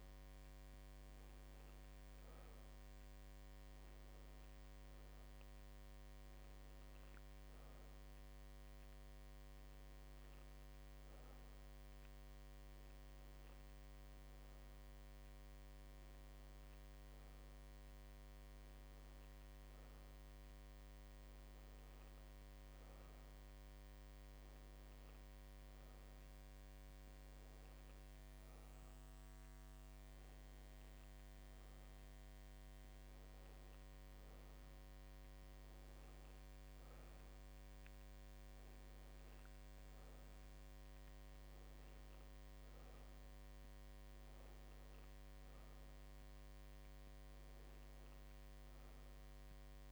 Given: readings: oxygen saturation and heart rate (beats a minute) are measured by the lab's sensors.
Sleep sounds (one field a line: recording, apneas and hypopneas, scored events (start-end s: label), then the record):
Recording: breathing in sleep, hard to hear, by a microphone on the trachea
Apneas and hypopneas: none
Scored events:
none scored
From the record:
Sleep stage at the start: N2 (light sleep)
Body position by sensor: on the back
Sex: female